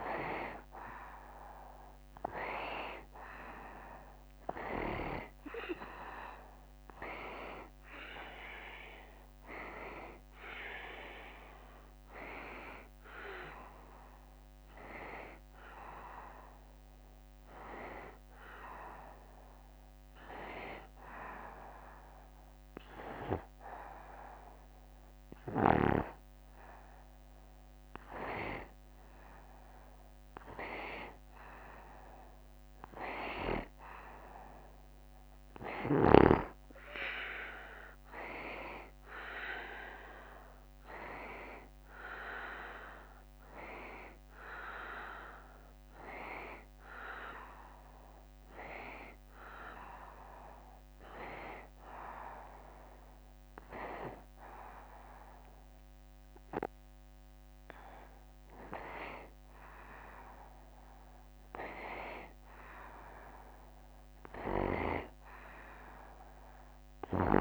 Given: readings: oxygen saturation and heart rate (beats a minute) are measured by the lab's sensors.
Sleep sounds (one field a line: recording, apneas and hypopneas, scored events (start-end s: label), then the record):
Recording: breathing in sleep by a microphone on the trachea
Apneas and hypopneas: 1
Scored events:
0.00-2.00 s: arousal
18.50-29.00 s: hypopnea (oxygen 93% before, 91% lowest, heart rate 76 before, 74 extreme, up 0 after)
34.50-38.00 s: arousal
From the record:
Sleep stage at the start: N2 (light sleep)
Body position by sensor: on the right side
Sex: male